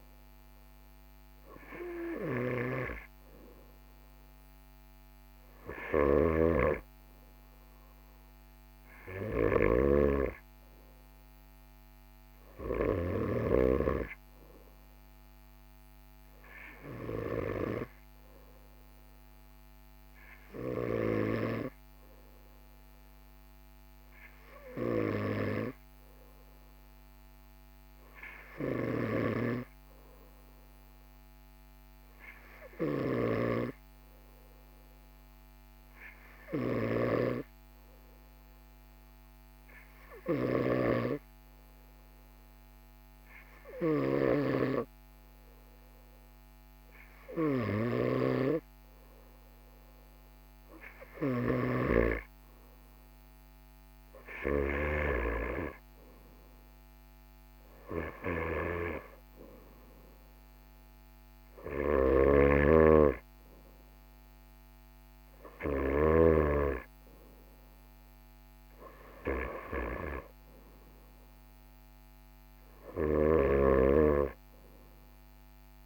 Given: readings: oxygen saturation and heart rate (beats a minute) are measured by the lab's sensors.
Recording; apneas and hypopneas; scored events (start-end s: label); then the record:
breathing in sleep by a microphone on the trachea; 1
6.00-10.00 s: snoring (device-marked)
33.00-48.50 s: hypopnea (oxygen 98% before, 96% lowest, heart rate 42 before, 42 extreme, up 1 after)
50.50-54.00 s: arousal
62.00-66.50 s: snoring (device-marked)
73.00-75.86 s: snoring (device-marked)
From the record:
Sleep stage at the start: N2 (light sleep); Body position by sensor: on the right side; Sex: male